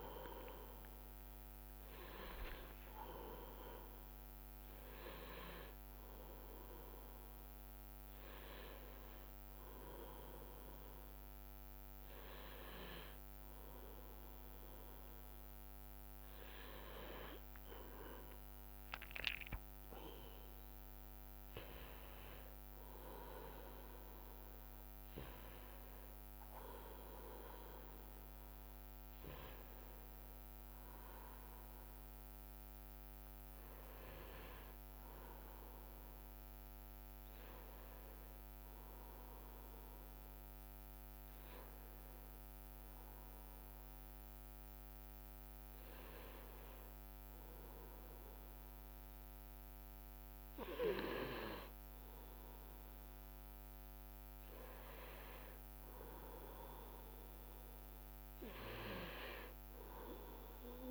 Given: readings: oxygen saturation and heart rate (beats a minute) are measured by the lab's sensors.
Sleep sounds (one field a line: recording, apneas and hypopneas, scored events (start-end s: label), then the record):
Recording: a person partly awake in a sleep study, by a microphone on the trachea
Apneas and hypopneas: none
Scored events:
21.00-60.91 s: new sleep stage, N1 (lightest sleep)
From the record:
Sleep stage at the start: awake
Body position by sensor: on the right side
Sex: male